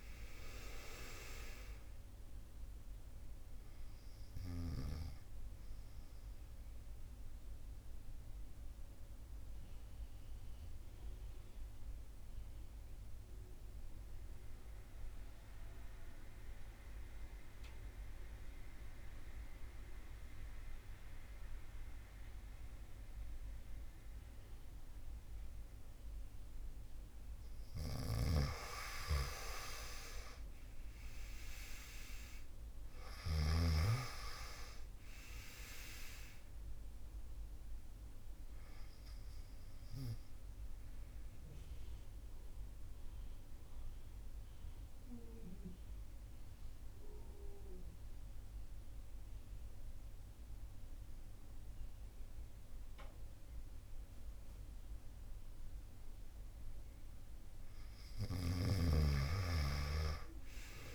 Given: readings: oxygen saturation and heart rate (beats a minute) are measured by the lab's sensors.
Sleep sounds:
breathing in sleep by a room microphone; 2
0.00-22.50 s: oxygen desaturation (device-marked, oxygen 83% lowest)
5.00-27.00 s: central apnea (oxygen 99% before, 83% lowest)
27.50-32.50 s: arousal
38.50-58.50 s: oxygen desaturation (device-marked, oxygen 97% before, 84% lowest)
40.50-56.50 s: mixed apnea (oxygen 98% before, 84% lowest)
58.00-60.95 s: arousal
From the record:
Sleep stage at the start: N2 (light sleep); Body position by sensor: on the back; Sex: male

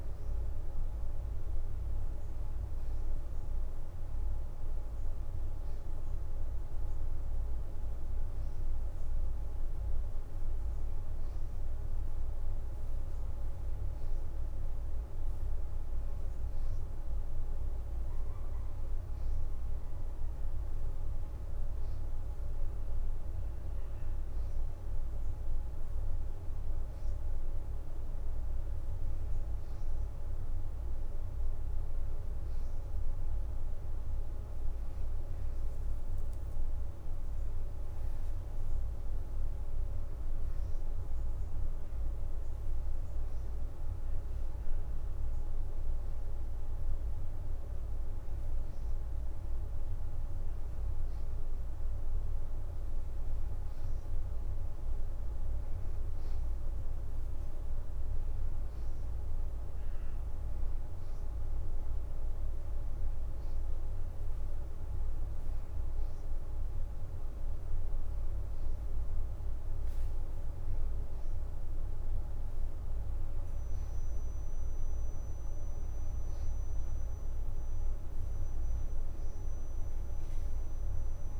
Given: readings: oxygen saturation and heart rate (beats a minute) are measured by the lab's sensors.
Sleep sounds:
breathing in sleep, hard to hear, by a room microphone; none
34.00-38.00 s: arousal
36.50-38.00 s: leg movement (device-marked)
57.50-58.50 s: leg movement (device-marked)
From the record:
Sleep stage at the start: N2 (light sleep); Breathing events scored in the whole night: 170 in 4.5 hours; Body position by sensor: on the right side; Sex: female

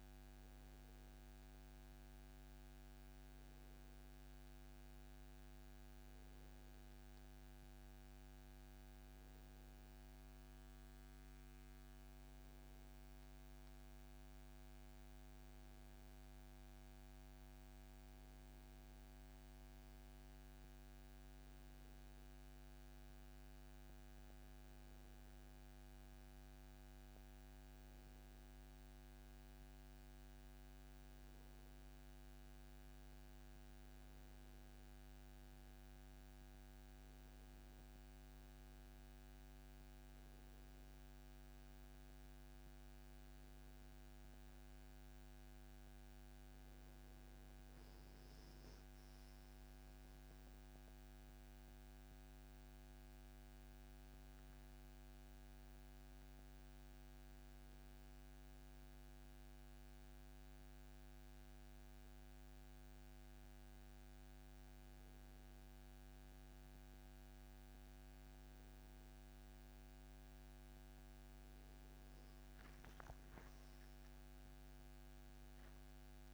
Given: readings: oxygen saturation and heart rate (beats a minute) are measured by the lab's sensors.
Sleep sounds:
breathing in sleep, hard to hear, by a microphone on the trachea; none
31.00-76.34 s: new sleep stage, N1 (lightest sleep)
From the record:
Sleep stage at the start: N2 (light sleep); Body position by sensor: on the back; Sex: male

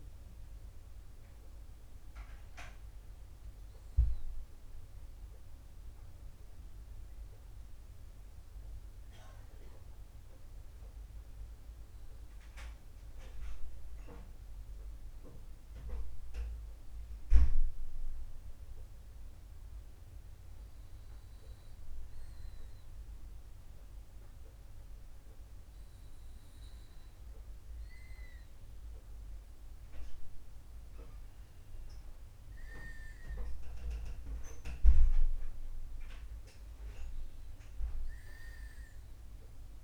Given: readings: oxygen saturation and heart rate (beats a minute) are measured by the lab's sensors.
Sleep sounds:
breathing in sleep by a room microphone; 1
5.50-18.50 s: hypopnea (oxygen 100% before, 96% lowest, heart rate 129 before, 51 extreme, up 4 after)
22.00-26.00 s: arousal
From the record:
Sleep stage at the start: N2 (light sleep); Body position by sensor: on the right side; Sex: male

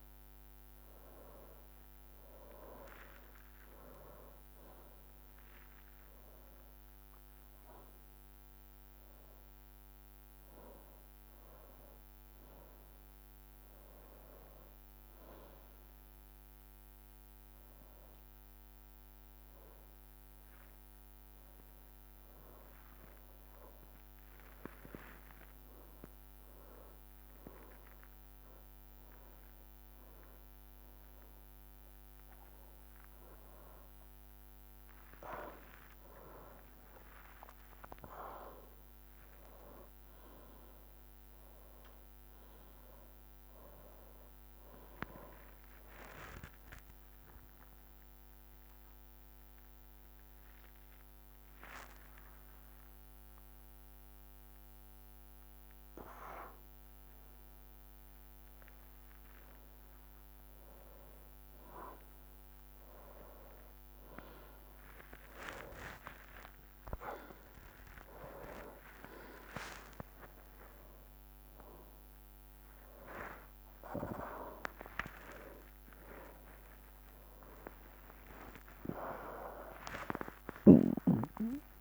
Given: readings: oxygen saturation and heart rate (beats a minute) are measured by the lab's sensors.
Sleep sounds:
a person awake in a sleep study, by a microphone on the trachea; none
32.00-38.00 s: tachycardia (device-marked, heart rate 69 before, 110 extreme)
36.50-38.50 s: long interval between heartbeats (device-marked, heart rate 85 before, 110 extreme)
46.00-51.00 s: tachycardia (device-marked, heart rate 69 before, 109 extreme)
48.00-50.00 s: long interval between heartbeats (device-marked, heart rate 91 before, 99 extreme)
52.00-54.00 s: long interval between heartbeats (device-marked, heart rate 95 before, 113 extreme)
71.00-81.81 s: drop in pulse transit time (device-marked, heart rate 82 before, 66 extreme)
From the record:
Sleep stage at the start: awake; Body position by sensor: upright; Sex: male

